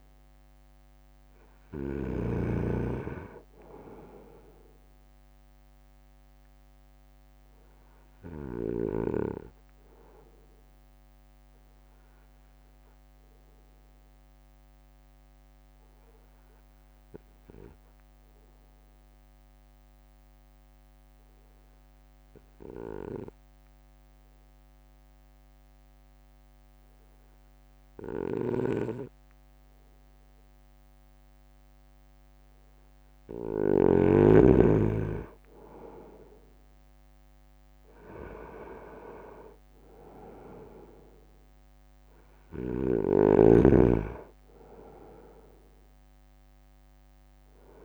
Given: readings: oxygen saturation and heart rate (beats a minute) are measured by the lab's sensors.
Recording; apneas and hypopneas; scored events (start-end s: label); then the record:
breathing in sleep by a microphone on the trachea; 1
0.00-2.50 s: snoring (device-marked)
0.00-9.00 s: drop in pulse transit time (device-marked, heart rate 53 extreme)
10.50-32.00 s: obstructive apnea (oxygen 97% before, 94% lowest, heart rate 55 before, 52 extreme, up 3 after)
28.50-34.00 s: snoring (device-marked)
35.50-39.00 s: arousal
39.00-47.84 s: drop in pulse transit time (device-marked, heart rate 55 before, 52 extreme)
From the record:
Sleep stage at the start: N2 (light sleep); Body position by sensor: on the front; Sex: male